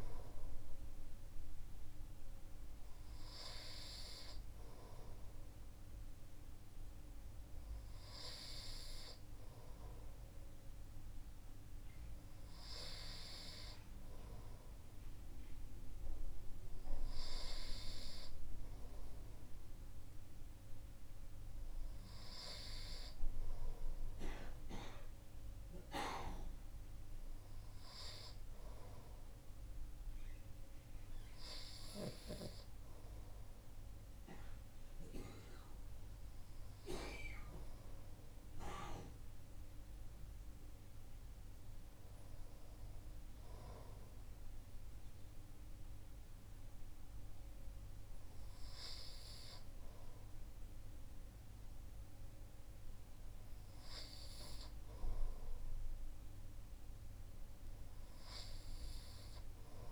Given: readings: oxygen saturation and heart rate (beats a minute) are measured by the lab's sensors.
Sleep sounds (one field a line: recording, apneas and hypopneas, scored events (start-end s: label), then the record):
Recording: breathing in sleep by a room microphone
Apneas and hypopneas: none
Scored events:
none scored
From the record:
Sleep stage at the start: N2 (light sleep)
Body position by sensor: on the right side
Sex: male